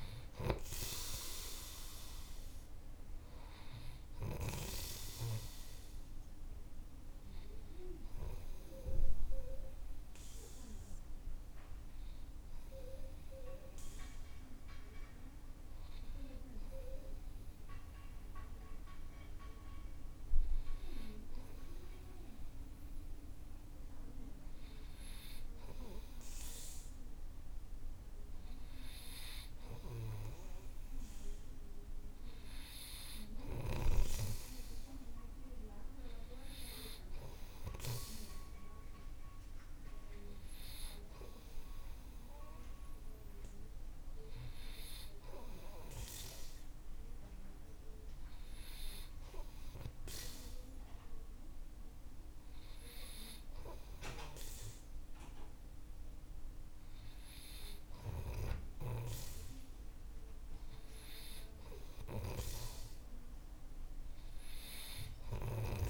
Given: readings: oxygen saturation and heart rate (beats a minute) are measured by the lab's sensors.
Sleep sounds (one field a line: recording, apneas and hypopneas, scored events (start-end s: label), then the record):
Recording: breathing in sleep by a room microphone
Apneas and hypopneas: 1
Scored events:
0.00-1.00 s: arousal
0.00-5.00 s: snoring (device-marked)
0.00-6.50 s: oxygen desaturation (device-marked, oxygen 92% lowest, heart rate 50 extreme)
9.00-21.00 s: hypopnea (oxygen 96% before, 91% lowest, heart rate 53 before, 50 extreme, up 3 after)
24.00-28.00 s: arousal
24.50-36.50 s: oxygen desaturation (device-marked, oxygen 96% before, 92% lowest, heart rate 52 before, 53 extreme)
42.50-65.90 s: new sleep stage, N3 (deep sleep)
43.50-65.90 s: oxygen desaturation (device-marked, oxygen 97% before, 91% lowest, heart rate 54 before, 51 extreme)
From the record:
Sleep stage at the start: N2 (light sleep)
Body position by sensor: on the right side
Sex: male